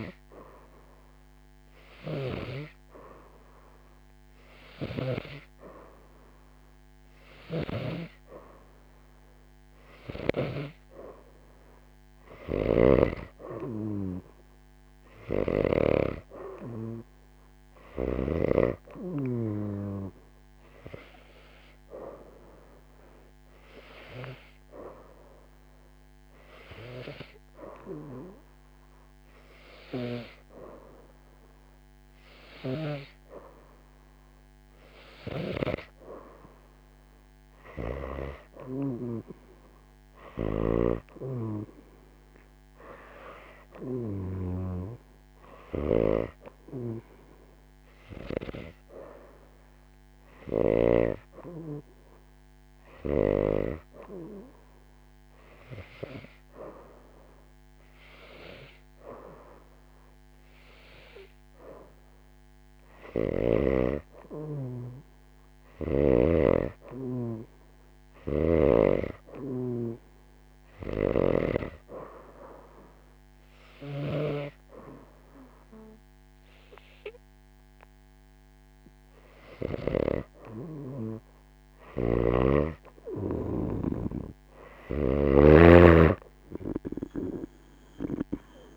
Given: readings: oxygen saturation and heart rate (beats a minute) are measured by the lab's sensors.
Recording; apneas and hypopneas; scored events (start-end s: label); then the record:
breathing in sleep by a microphone on the trachea; none
4.50-8.00 s: snoring (device-marked)
12.50-16.00 s: snoring (device-marked)
35.00-39.00 s: snoring (device-marked)
41.00-44.50 s: snoring (device-marked)
43.50-52.50 s: oxygen desaturation (device-marked, oxygen 95% before, 91% lowest, heart rate 88 before, 87 extreme)
46.50-51.00 s: snoring (device-marked)
68.00-71.50 s: snoring (device-marked)
73.50-80.00 s: snoring (device-marked)
From the record:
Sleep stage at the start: N2 (light sleep); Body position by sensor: on the right side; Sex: female